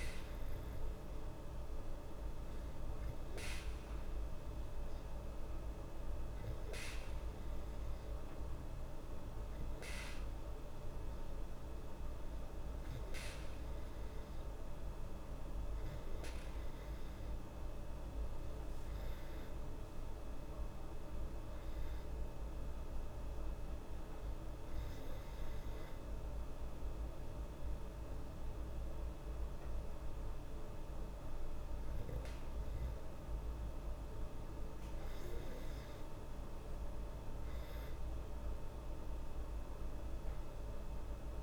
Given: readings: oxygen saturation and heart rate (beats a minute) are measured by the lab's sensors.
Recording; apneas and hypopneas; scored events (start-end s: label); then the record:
breathing in sleep, hard to hear, by a room microphone; none
none scored
From the record:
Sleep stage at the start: N2 (light sleep); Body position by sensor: on the back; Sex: female